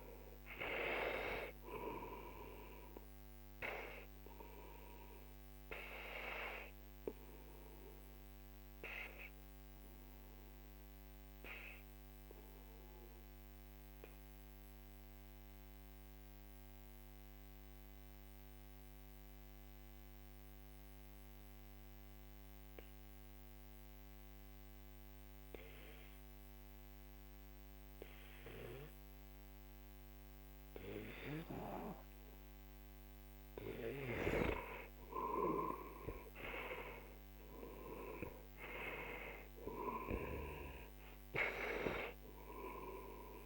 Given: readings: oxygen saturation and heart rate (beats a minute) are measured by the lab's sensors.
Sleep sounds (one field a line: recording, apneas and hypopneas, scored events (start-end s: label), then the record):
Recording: breathing in sleep by a microphone on the trachea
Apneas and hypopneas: 1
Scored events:
0.00-17.00 s: oxygen desaturation (device-marked, oxygen 90% lowest, heart rate 41 extreme)
6.00-33.00 s: obstructive apnea (oxygen 98% before, 90% lowest, heart rate 54 before, 41 extreme, up 11 after)
31.00-43.46 s: oxygen desaturation (device-marked, oxygen 98% before, 91% lowest, heart rate 45 before, 41 extreme)
35.50-39.50 s: arousal
From the record:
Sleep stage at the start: N2 (light sleep)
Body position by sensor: on the back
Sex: male